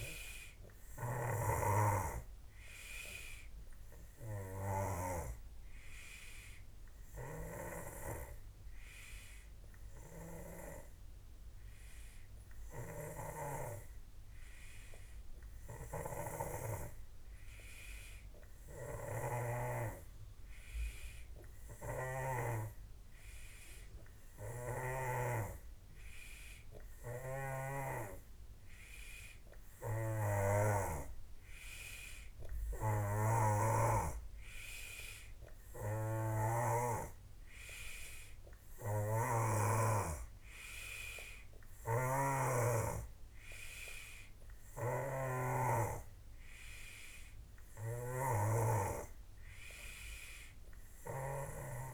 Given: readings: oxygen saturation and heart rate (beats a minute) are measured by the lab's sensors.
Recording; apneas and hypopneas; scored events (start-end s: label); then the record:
breathing in sleep by a room microphone; none
1.00-13.50 s: snoring (device-marked)
15.50-25.00 s: snoring (device-marked)
30.00-51.94 s: new sleep stage, N3 (deep sleep)
36.00-39.50 s: snoring (device-marked)
41.50-51.50 s: snoring (device-marked)
From the record:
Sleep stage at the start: N2 (light sleep); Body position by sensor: on the back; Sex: male